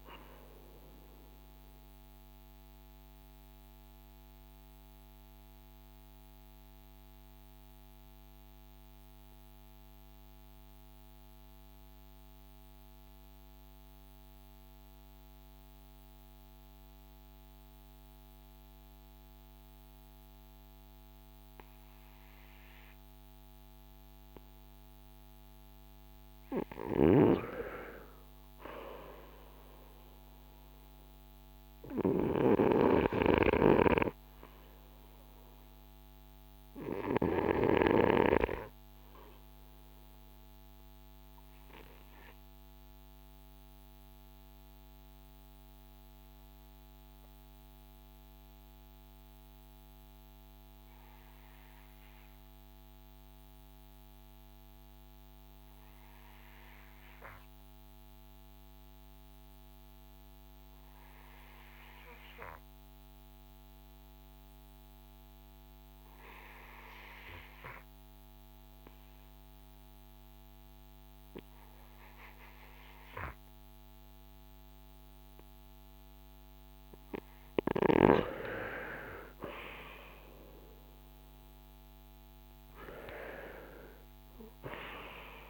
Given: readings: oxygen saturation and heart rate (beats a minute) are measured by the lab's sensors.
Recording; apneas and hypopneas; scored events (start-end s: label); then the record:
breathing in sleep by a microphone on the trachea; 2
0.00-29.50 s: oxygen desaturation (device-marked, oxygen 79% lowest, heart rate 45 extreme)
1.50-27.00 s: mixed apnea (oxygen 96% before, 79% lowest, heart rate 60 before, 45 extreme, up 3 after)
29.00-33.50 s: arousal
37.00-78.00 s: obstructive apnea (oxygen 97% before, 77% lowest, heart rate 50 before, 46 extreme, up 18 after)
49.50-66.50 s: oxygen desaturation (device-marked, oxygen 95% before, 86% lowest, heart rate 54 before, 46 extreme)
68.50-85.50 s: oxygen desaturation (device-marked, oxygen 91% before, 77% lowest, heart rate 51 before, 51 extreme)
79.50-84.50 s: arousal
From the record:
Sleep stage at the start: REM sleep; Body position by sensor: on the front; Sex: male